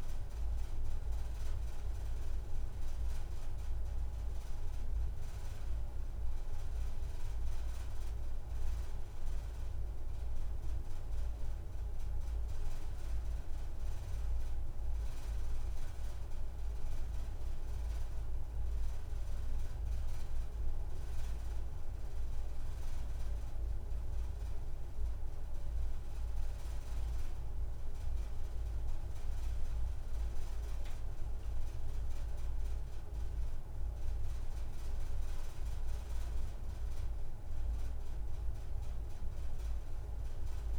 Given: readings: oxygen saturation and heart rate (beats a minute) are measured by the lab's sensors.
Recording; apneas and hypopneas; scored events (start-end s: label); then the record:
breathing in sleep, hard to hear, by a room microphone; none
17.50-19.50 s: long interval between heartbeats (device-marked, heart rate 91 before, 25 extreme)
20.00-22.00 s: long interval between heartbeats (device-marked, heart rate 87 before, 36 extreme)
From the record:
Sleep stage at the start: N2 (light sleep); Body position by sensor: on the right side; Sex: female